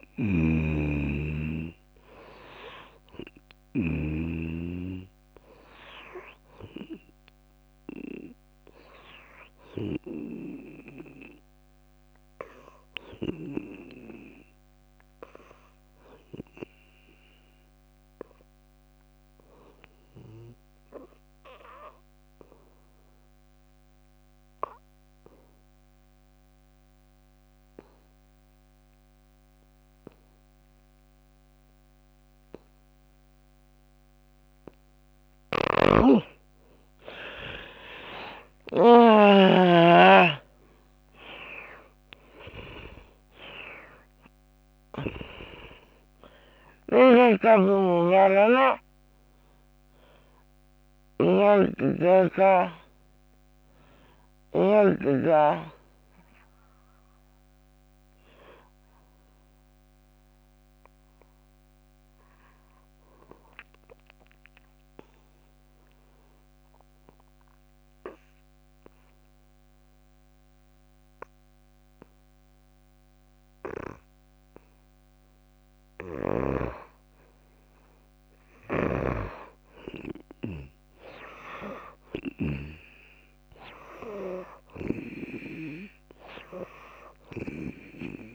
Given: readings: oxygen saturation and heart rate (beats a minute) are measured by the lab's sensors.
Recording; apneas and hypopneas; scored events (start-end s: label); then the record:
breathing in sleep by a microphone on the trachea; 2
0.00-4.00 s: oxygen desaturation (device-marked, oxygen 84% lowest, heart rate 59 extreme)
0.00-4.00 s: snoring (device-marked)
18.00-34.00 s: obstructive apnea (oxygen 96% before, 72% lowest, heart rate 64 before, 62 extreme, up 14 after)
28.00-63.00 s: oxygen desaturation (device-marked, oxygen 96% before, 72% lowest, heart rate 63 before, 66 extreme)
35.50-39.50 s: snoring (device-marked)
36.50-40.00 s: arousal
39.00-52.00 s: drop in pulse transit time (device-marked, heart rate 66 before, 73 extreme)
47.50-55.00 s: snoring (device-marked)
62.50-77.00 s: obstructive apnea (oxygen 95% before, 86% lowest, heart rate 74 before, 59 extreme, up 4 after)
80.00-84.00 s: arousal
81.00-88.35 s: oxygen desaturation (device-marked, oxygen 99% before, 86% lowest, heart rate 68 before, 57 extreme)
From the record:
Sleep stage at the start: N2 (light sleep); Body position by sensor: on the back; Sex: female